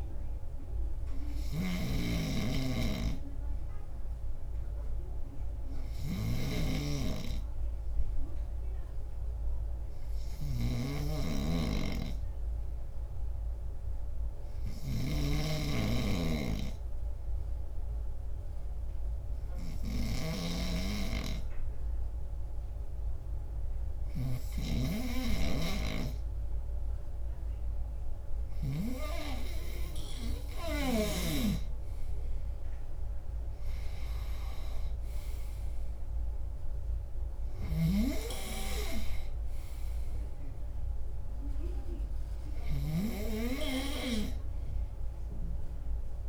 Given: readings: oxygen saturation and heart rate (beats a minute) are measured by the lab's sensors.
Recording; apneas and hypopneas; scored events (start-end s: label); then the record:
breathing in sleep by a room microphone; 1
0.00-16.00 s: snoring (device-marked)
8.00-27.50 s: obstructive apnea (oxygen 98% before, 94% lowest)
32.00-36.00 s: arousal
From the record:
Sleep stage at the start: N2 (light sleep); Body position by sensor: on the left side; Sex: male